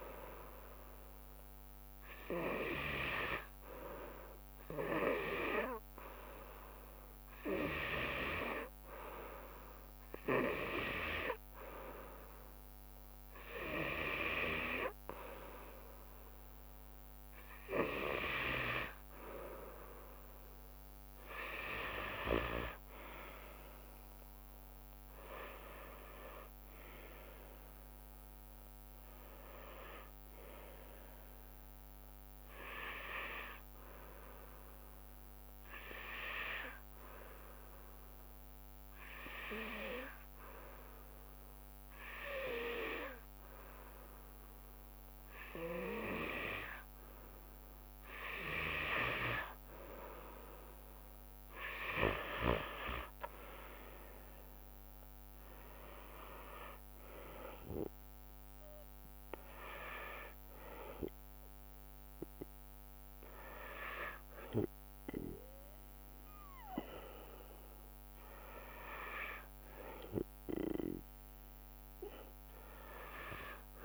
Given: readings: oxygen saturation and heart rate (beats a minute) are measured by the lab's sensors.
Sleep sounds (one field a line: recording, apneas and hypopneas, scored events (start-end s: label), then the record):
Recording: breathing in sleep by a microphone on the trachea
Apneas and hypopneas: 1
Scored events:
23.00-35.00 s: drop in pulse transit time (device-marked, heart rate 69 before, 71 extreme)
26.50-30.00 s: arousal
34.00-46.00 s: hypopnea (oxygen 94% before, 92% lowest, heart rate 72 before, 65 extreme, up 7 after)
50.00-52.50 s: arousal
52.00-64.00 s: drop in pulse transit time (device-marked, heart rate 73 before, 72 extreme)
54.00-71.00 s: oxygen desaturation (device-marked, oxygen 97% before, 92% lowest, heart rate 73 before, 65 extreme)
From the record:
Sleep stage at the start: N2 (light sleep)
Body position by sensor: on the back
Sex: female